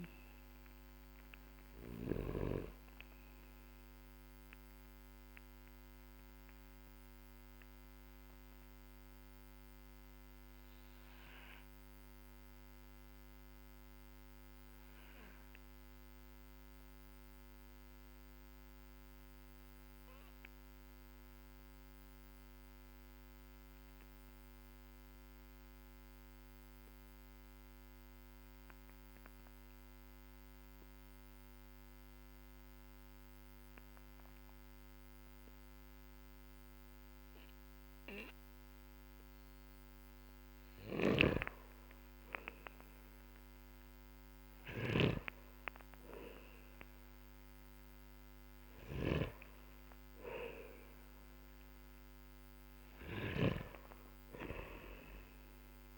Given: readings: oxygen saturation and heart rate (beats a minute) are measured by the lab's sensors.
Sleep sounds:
breathing in sleep by a microphone on the trachea; 1
0.00-1.50 s: snoring (device-marked)
0.00-22.50 s: oxygen desaturation (device-marked, oxygen 92% lowest, heart rate 45 extreme)
5.50-38.50 s: obstructive apnea (oxygen 98% before, 92% lowest, heart rate 54 before, 43 extreme, up 9 after)
40.50-53.00 s: snoring (device-marked)
45.50-50.00 s: arousal
45.50-55.98 s: oxygen desaturation (device-marked, oxygen 98% before, 92% lowest, heart rate 56 before, 43 extreme)
From the record:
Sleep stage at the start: N2 (light sleep); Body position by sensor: on the back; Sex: male

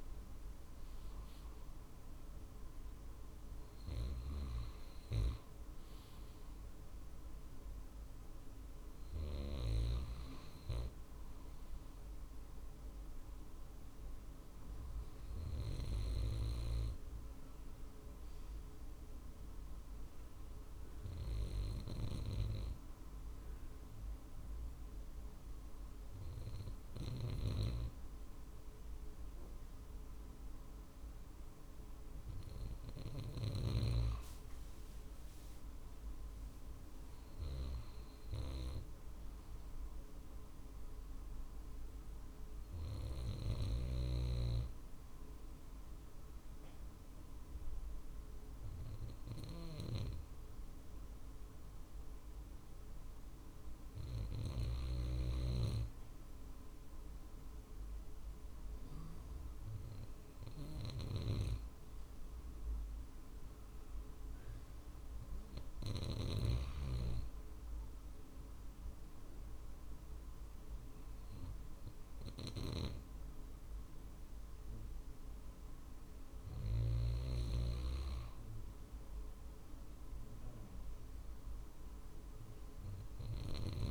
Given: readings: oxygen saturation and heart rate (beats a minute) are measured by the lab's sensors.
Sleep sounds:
breathing in sleep by a room microphone; none
0.00-17.50 s: drop in pulse transit time (device-marked, heart rate 49 extreme)
35.50-39.00 s: arousal
38.50-52.50 s: drop in pulse transit time (device-marked, heart rate 49 before, 49 extreme)
From the record:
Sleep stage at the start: N2 (light sleep); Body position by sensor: on the right side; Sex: male

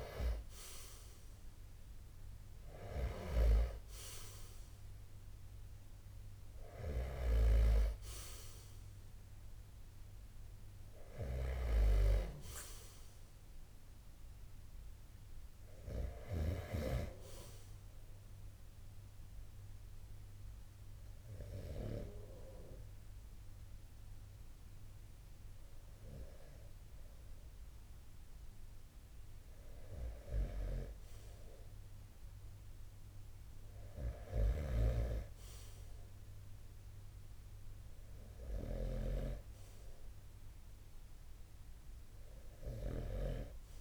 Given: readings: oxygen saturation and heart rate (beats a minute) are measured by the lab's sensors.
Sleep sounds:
breathing in sleep by a room microphone; 1
17.50-32.50 s: hypopnea (oxygen 90% before, 87% lowest, heart rate 58 before, 26 extreme, up 41 after)
35.00-40.00 s: arousal
37.00-43.81 s: new sleep stage, REM sleep
38.00-43.81 s: oxygen desaturation (device-marked, oxygen 94% before, 90% lowest, heart rate 40 before, 43 extreme)
From the record:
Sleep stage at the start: N2 (light sleep); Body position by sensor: on the right side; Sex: male

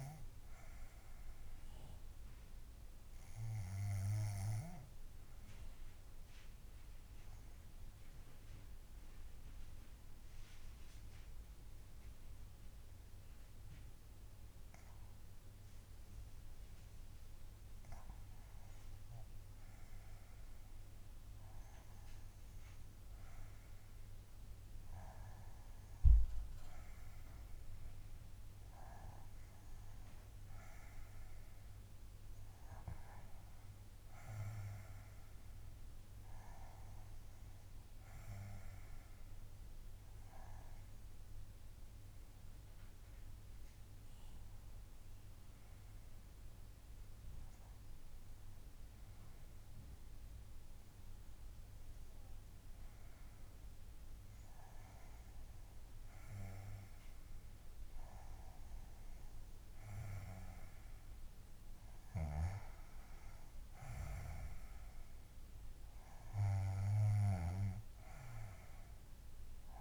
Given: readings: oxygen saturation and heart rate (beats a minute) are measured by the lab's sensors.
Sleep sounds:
breathing in sleep by a room microphone; 2
5.50-19.00 s: mixed apnea (oxygen 97% before, 91% lowest, heart rate 61 before, 63 extreme, up 8 after)
22.00-26.00 s: arousal
28.00-44.00 s: oxygen desaturation (device-marked, oxygen 96% before, 91% lowest, heart rate 68 before, 69 extreme)
41.50-54.50 s: obstructive apnea (oxygen 96% before, 91% lowest, heart rate 71 before, 69 extreme, up 5 after)
56.00-60.50 s: arousal
From the record:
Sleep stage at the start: N2 (light sleep); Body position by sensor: on the back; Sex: female

